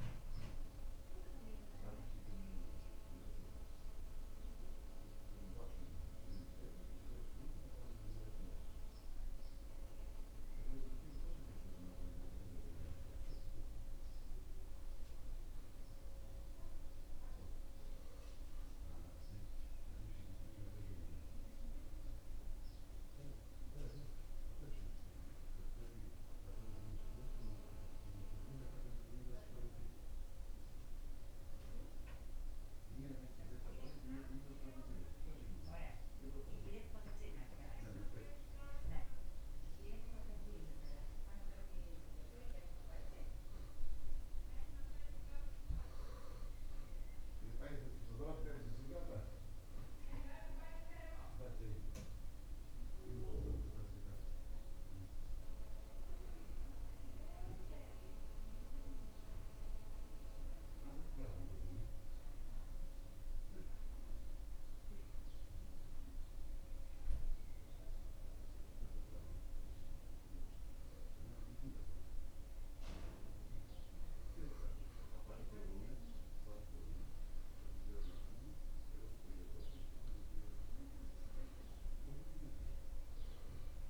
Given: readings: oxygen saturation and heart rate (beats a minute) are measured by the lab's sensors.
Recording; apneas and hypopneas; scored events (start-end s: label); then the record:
breathing in sleep by a room microphone; 2
0.00-17.50 s: oxygen desaturation (device-marked, oxygen 93% lowest)
19.50-22.50 s: arousal
32.00-45.00 s: hypopnea (oxygen 96% before, 94% lowest)
49.00-53.00 s: arousal
64.50-75.50 s: obstructive apnea (oxygen 97% before, 92% lowest)
79.00-83.00 s: arousal
From the record:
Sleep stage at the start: N2 (light sleep); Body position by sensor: on the back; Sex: male